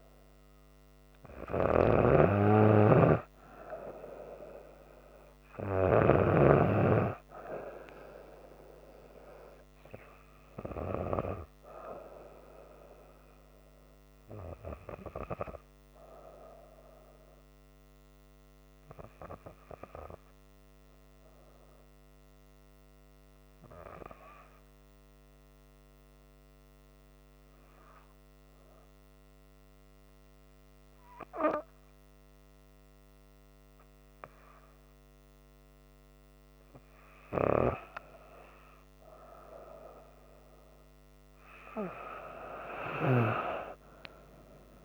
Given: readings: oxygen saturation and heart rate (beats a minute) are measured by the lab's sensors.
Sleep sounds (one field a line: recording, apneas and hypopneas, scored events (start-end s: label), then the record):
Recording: breathing in sleep by a microphone on the trachea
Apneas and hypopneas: 1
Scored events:
0.00-1.00 s: arousal
0.00-6.00 s: snoring (device-marked)
0.00-23.00 s: oxygen desaturation (device-marked, oxygen 93% lowest, heart rate 68 extreme)
16.00-37.00 s: hypopnea (oxygen 97% before, 92% lowest, heart rate 70 before, 63 extreme, up 2 after)
40.00-43.00 s: arousal
From the record:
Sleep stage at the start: N2 (light sleep)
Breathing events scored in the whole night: 398 in 5.7 hours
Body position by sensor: on the back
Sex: female